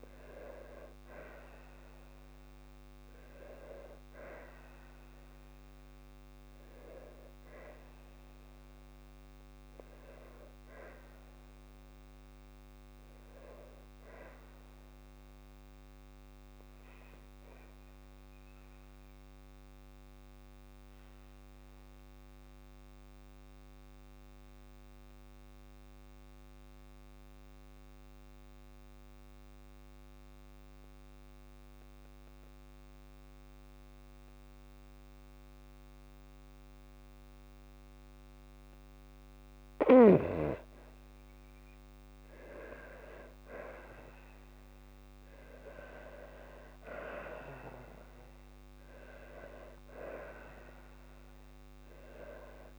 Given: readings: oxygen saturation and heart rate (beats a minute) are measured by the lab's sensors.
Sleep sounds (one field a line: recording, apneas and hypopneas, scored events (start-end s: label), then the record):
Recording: breathing in sleep by a microphone on the trachea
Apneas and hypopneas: 1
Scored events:
18.00-33.00 s: oxygen desaturation (device-marked, oxygen 96% before, 91% lowest, heart rate 55 before, 51 extreme)
21.00-39.00 s: obstructive apnea (oxygen 96% before, 90% lowest, heart rate 54 before, 51 extreme, up 5 after)
41.00-44.50 s: arousal
From the record:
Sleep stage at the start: N2 (light sleep)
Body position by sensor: on the back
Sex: female